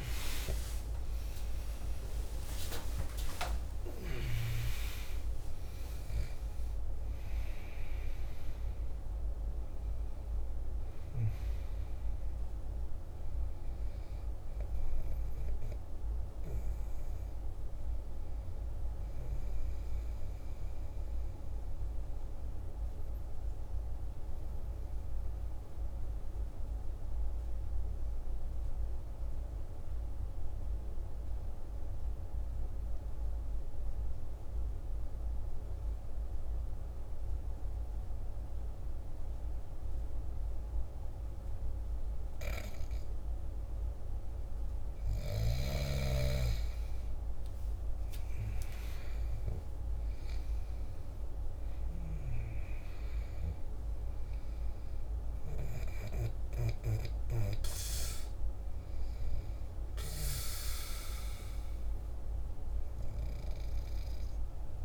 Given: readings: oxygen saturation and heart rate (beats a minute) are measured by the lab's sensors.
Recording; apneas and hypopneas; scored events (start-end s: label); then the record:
breathing in sleep by a room microphone; 1
0.00-3.00 s: arousal
0.00-29.00 s: oxygen desaturation (device-marked, oxygen 85% lowest, heart rate 49 extreme)
24.00-43.00 s: obstructive apnea (oxygen 94% before, 88% lowest, heart rate 60 before, 47 extreme, up 7 after)
43.00-64.85 s: oxygen desaturation (device-marked, oxygen 100% before, 89% lowest, heart rate 49 before, 47 extreme)
45.50-49.50 s: arousal
From the record:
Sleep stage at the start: N2 (light sleep); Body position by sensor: on the back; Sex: male